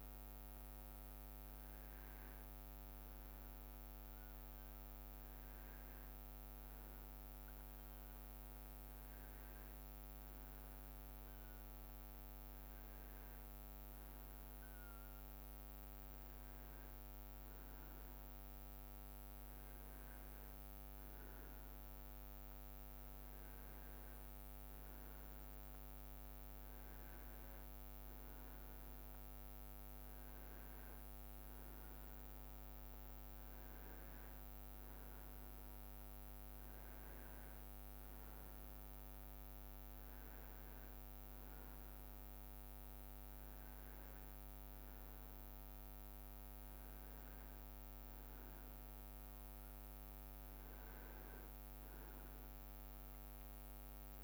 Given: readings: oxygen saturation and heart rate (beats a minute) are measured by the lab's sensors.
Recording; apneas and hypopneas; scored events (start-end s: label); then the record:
breathing in sleep, hard to hear, by a microphone on the trachea; none
35.50-38.00 s: leg movement (device-marked)
From the record:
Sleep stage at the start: N1 (lightest sleep); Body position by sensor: on the right side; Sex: male